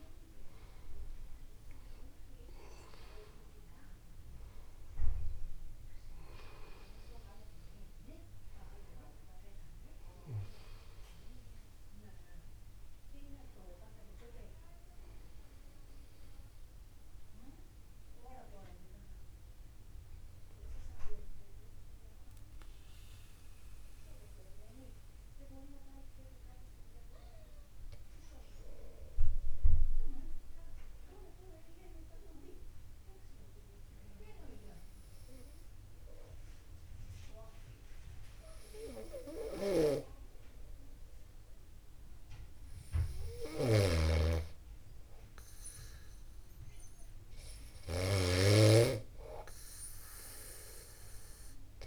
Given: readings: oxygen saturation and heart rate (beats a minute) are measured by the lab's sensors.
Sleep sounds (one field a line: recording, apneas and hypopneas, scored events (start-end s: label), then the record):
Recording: breathing in sleep by a room microphone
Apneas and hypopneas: 1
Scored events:
5.50-7.50 s: long interval between heartbeats (device-marked, heart rate 53 before, 58 extreme)
22.00-43.00 s: mixed apnea (oxygen 96% before, 94% lowest, heart rate 53 before, 50 extreme, up 0 after)
40.00-51.86 s: snoring (device-marked)
46.00-49.00 s: arousal
From the record:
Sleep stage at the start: N2 (light sleep)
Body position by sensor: upright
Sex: male